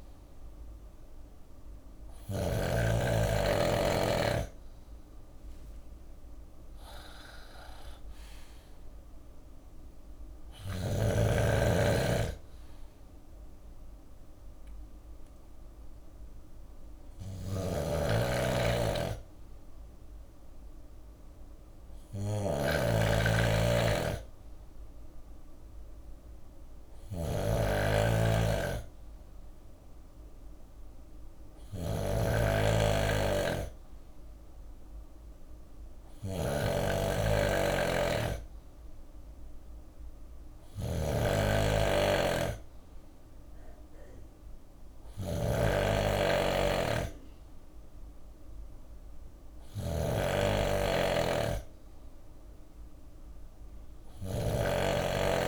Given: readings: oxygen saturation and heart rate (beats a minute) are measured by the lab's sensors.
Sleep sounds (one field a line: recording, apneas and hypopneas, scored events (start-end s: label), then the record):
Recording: breathing in sleep by a room microphone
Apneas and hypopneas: none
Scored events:
0.00-1.50 s: snoring (device-marked)
3.50-17.50 s: drop in pulse transit time (device-marked, heart rate 61 before, 60 extreme)
16.50-55.48 s: snoring (device-marked)
From the record:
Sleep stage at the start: N2 (light sleep)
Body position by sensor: on the left side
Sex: male